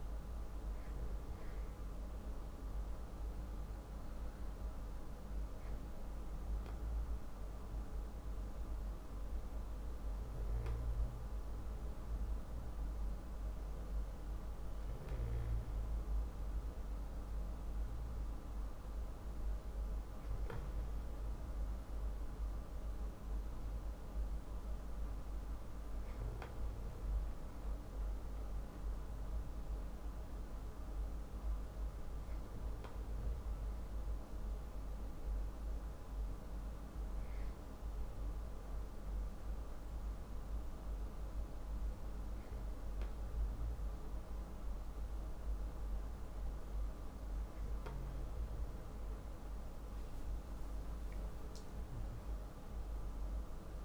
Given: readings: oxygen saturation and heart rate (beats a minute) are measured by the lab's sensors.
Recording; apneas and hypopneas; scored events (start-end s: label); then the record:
breathing in sleep, hard to hear, by a room microphone; none
48.00-53.85 s: new sleep stage, N1 (lightest sleep)
51.50-53.85 s: arousal
From the record:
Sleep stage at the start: REM sleep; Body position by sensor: on the back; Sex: male